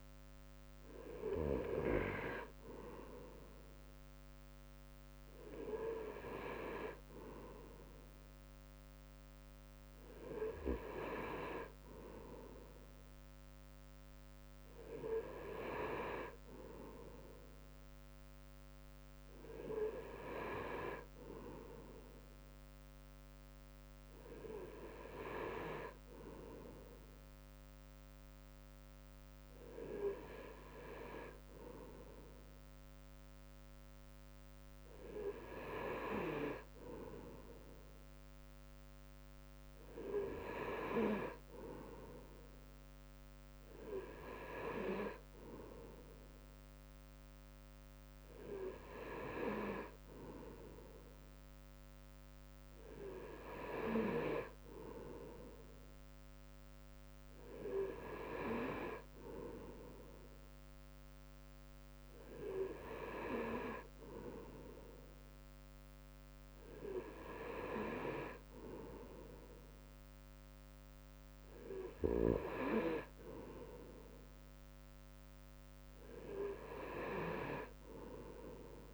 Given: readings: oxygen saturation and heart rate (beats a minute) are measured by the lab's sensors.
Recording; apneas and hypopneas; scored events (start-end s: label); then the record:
breathing in sleep by a microphone on the trachea; none
none scored
From the record:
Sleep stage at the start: N2 (light sleep); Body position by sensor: on the right side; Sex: male